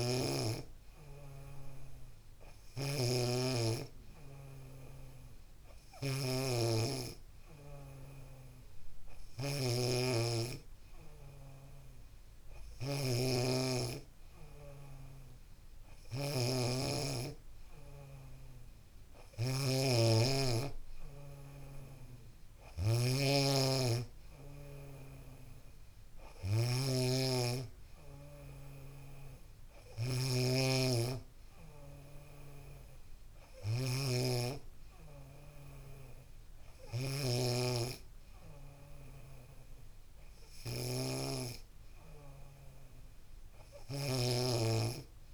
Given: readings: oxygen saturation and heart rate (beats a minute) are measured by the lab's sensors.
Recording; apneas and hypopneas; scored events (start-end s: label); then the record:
a person awake in a sleep study, by a room microphone; none
1.50-3.50 s: long interval between heartbeats (device-marked, heart rate 78 before, 81 extreme)
16.00-30.50 s: snoring (device-marked)
From the record:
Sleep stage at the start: awake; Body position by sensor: on the back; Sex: female